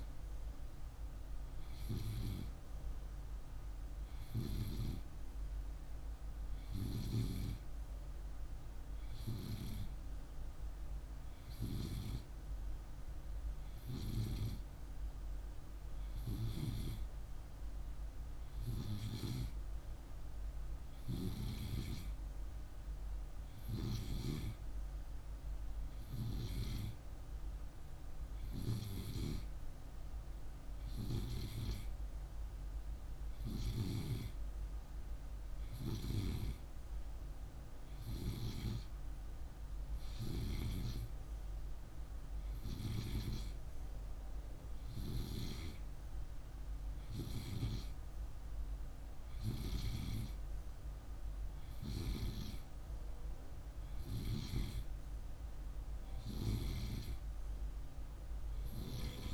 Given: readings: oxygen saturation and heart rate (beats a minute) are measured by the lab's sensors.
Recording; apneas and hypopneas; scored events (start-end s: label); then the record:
breathing in sleep by a room microphone; none
none scored
From the record:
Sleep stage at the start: N2 (light sleep); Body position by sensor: on the right side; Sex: male